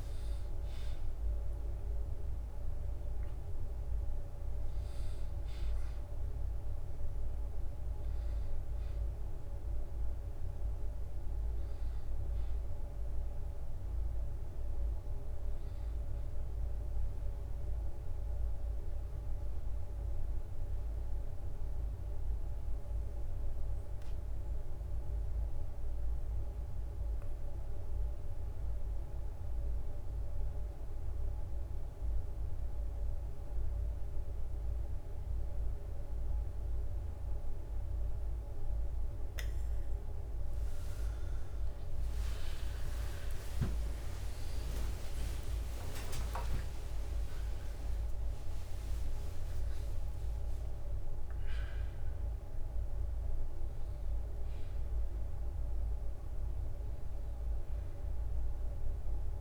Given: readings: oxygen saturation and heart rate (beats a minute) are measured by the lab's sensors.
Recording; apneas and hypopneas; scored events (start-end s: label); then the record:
a person partly awake in a sleep study, hard to hear, by a room microphone; 1
0.00-4.50 s: oxygen desaturation (device-marked, oxygen 95% lowest, heart rate 59 extreme)
0.00-7.50 s: drop in pulse transit time (device-marked, heart rate 66 extreme)
12.50-42.50 s: new sleep stage, N2 (light sleep)
19.50-40.00 s: obstructive apnea (oxygen 97% before, 94% lowest, heart rate 67 before, 56 extreme, up 50 after)
24.50-40.50 s: bradycardia (device-marked, heart rate 60 before, 56 extreme)
39.50-51.50 s: oxygen desaturation (device-marked, oxygen 98% before, 94% lowest, heart rate 60 before, 64 extreme)
41.50-42.50 s: drop in pulse transit time (device-marked, heart rate 59 before, 57 extreme)
41.50-48.50 s: arousal
42.50-47.50 s: tachycardia (device-marked, heart rate 60 before, 105 extreme)
42.50-59.41 s: new sleep stage, N1 (lightest sleep)
45.50-47.50 s: long interval between heartbeats (device-marked, heart rate 60 before, 104 extreme)
45.50-56.50 s: drop in pulse transit time (device-marked, heart rate 60 before, 69 extreme)
From the record:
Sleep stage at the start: awake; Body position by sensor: on the back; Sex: male